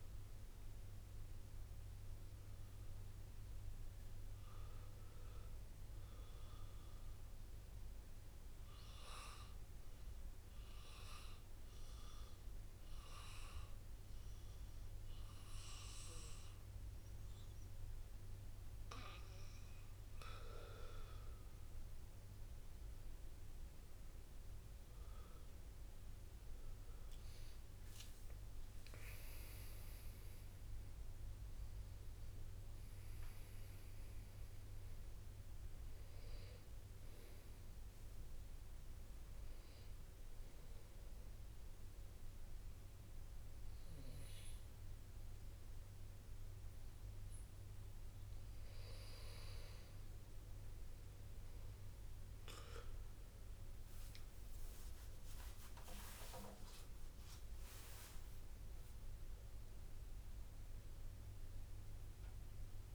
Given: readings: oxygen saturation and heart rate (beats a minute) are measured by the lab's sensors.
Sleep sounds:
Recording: breathing in sleep by a room microphone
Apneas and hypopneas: 2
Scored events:
0.00-12.00 s: oxygen desaturation (device-marked, oxygen 94% lowest)
8.50-21.50 s: obstructive apnea (oxygen 98% before, 94% lowest)
23.00-27.50 s: arousal
28.00-47.00 s: oxygen desaturation (device-marked, oxygen 99% before, 94% lowest)
40.00-50.00 s: obstructive apnea (oxygen 100% before, 94% lowest)
56.00-62.00 s: arousal
From the record:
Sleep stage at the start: N2 (light sleep)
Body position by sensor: on the back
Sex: male

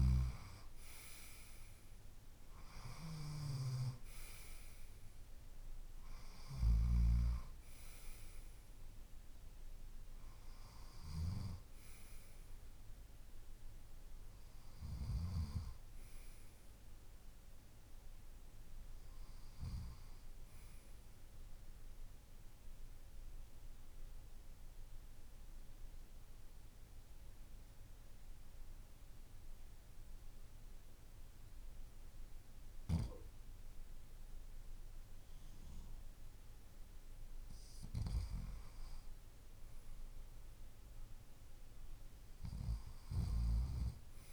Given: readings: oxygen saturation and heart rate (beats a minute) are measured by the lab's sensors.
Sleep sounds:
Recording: breathing in sleep by a room microphone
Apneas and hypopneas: 1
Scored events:
17.50-30.50 s: oxygen desaturation (device-marked, oxygen 94% before, 89% lowest, heart rate 56 before, 51 extreme)
20.50-32.00 s: obstructive apnea (oxygen 95% before, 89% lowest, heart rate 56 before, 51 extreme, up 4 after)
33.50-37.50 s: arousal
From the record:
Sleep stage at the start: N2 (light sleep)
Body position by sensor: on the left side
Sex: male

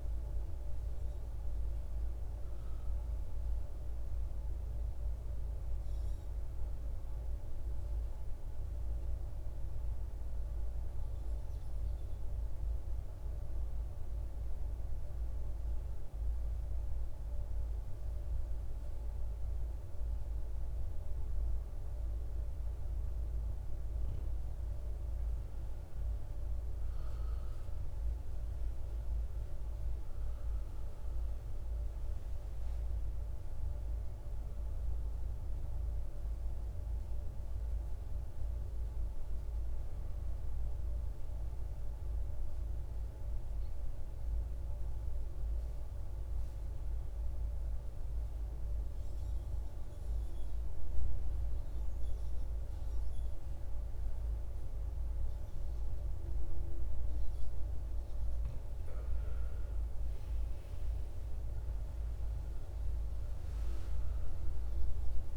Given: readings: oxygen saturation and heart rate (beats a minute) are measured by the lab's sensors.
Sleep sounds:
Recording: breathing in sleep, hard to hear, by a room microphone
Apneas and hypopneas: 2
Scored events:
5.50-22.50 s: obstructive apnea (oxygen 97% before, 92% lowest, heart rate 66 before, 54 extreme, up 16 after)
25.00-29.00 s: arousal
30.50-50.50 s: oxygen desaturation (device-marked, oxygen 97% before, 92% lowest, heart rate 61 before, 57 extreme)
41.00-58.00 s: obstructive apnea (oxygen 97% before, 92% lowest, heart rate 67 before, 55 extreme, up 17 after)
59.50-64.00 s: arousal
From the record:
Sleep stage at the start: N2 (light sleep)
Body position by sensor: on the right side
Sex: male

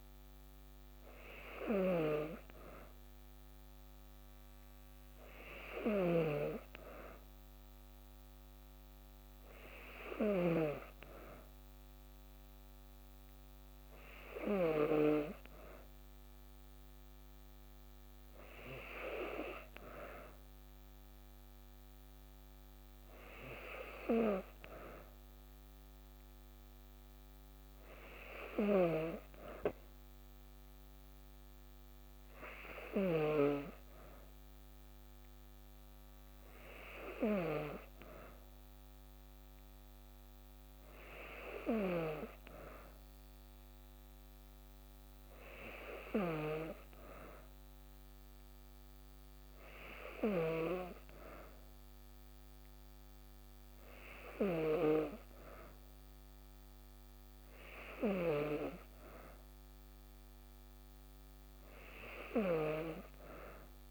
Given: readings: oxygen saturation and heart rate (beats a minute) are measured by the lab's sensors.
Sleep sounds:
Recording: breathing in sleep by a microphone on the trachea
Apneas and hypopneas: none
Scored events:
none scored
From the record:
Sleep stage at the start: N2 (light sleep)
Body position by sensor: on the back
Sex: female

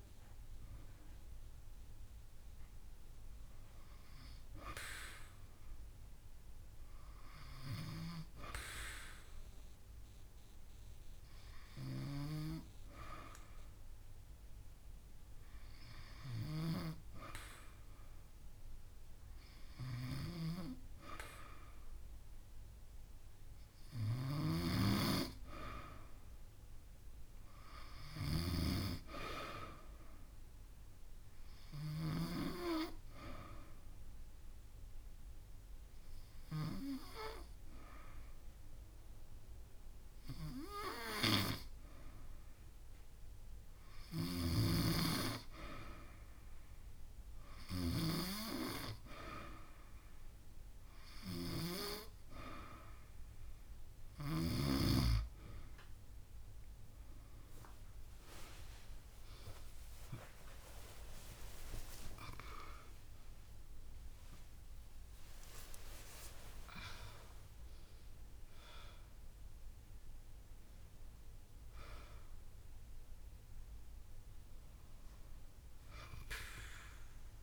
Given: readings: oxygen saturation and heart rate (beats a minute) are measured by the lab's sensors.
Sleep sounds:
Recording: breathing in sleep by a room microphone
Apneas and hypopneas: 1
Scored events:
24.00-28.00 s: arousal
31.50-46.00 s: obstructive apnea (oxygen 96% before, 90% lowest)
40.00-42.00 s: long interval between heartbeats (device-marked)
58.00-77.42 s: oxygen desaturation (device-marked, oxygen 95% before, 90% lowest)
59.00 s: drop in pulse transit time (device-marked)
59.00-65.50 s: arousal
65.00-67.00 s: long interval between heartbeats (device-marked)
74.00-76.00 s: long interval between heartbeats (device-marked)
From the record:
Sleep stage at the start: N2 (light sleep)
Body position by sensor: on the back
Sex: female

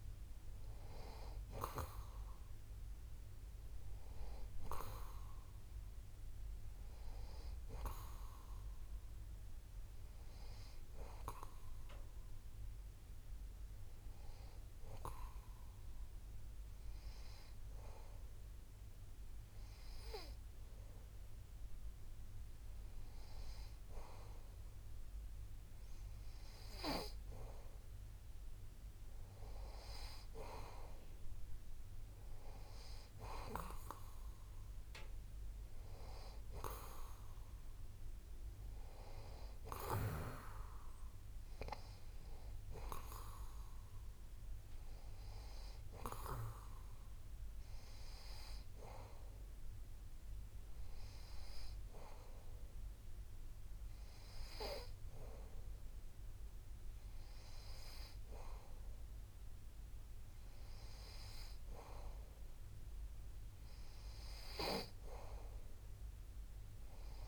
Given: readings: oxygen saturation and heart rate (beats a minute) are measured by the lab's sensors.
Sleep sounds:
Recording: breathing in sleep by a room microphone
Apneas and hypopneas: 1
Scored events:
0.00-16.50 s: oxygen desaturation (device-marked, oxygen 91% lowest)
14.50-28.00 s: hypopnea (oxygen 95% before, 91% lowest)
31.00-34.50 s: arousal
32.50-55.50 s: oxygen desaturation (device-marked, oxygen 94% before, 91% lowest)
From the record:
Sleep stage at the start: N2 (light sleep)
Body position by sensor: on the back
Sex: male

